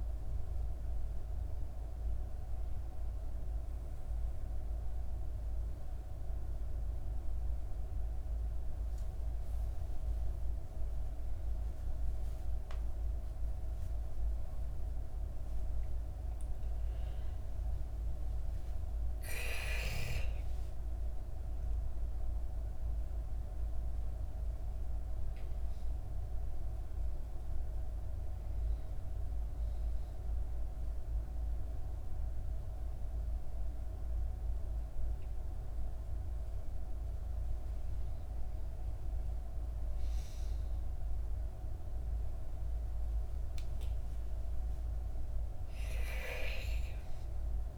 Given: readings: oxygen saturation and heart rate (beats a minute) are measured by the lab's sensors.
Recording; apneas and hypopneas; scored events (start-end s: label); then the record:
a person awake in a sleep study, hard to hear, by a room microphone; none
20.00-35.00 s: oxygen desaturation (device-marked, oxygen 98% before, 95% lowest, heart rate 71 before, 65 extreme)
From the record:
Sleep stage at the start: awake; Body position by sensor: on the back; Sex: female